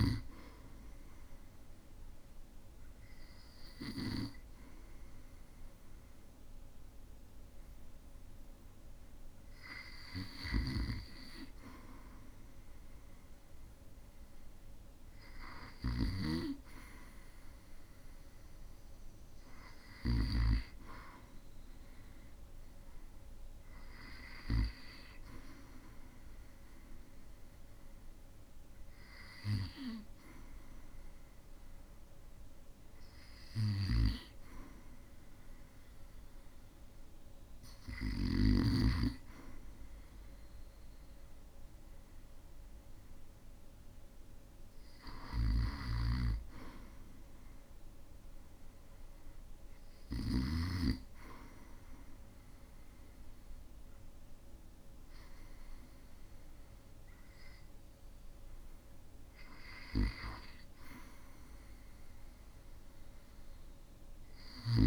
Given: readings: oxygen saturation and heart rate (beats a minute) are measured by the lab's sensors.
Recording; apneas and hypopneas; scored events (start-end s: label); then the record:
breathing in sleep by a room microphone; none
10.50-20.50 s: snoring (device-marked)
46.00-51.00 s: snoring (device-marked)
From the record:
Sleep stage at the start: REM sleep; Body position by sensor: on the back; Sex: male